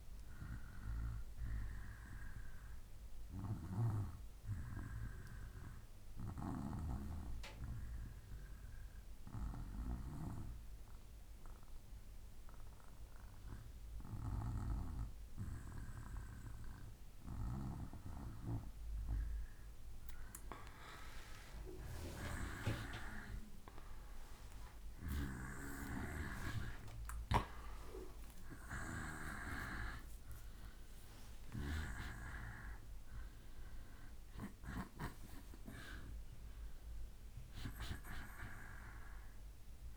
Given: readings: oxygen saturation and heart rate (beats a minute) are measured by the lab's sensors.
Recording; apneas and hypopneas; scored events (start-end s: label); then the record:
breathing in sleep by a room microphone; 1
4.50-17.00 s: obstructive apnea (oxygen 94% before, 89% lowest, heart rate 71 before, 65 extreme, up 4 after)
19.00-24.50 s: arousal
24.50-39.96 s: oxygen desaturation (device-marked, oxygen 95% before, 89% lowest, heart rate 66 before, 65 extreme)
29.50-39.96 s: new sleep stage, N2 (light sleep)
From the record:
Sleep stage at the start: N1 (lightest sleep); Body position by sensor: on the back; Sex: male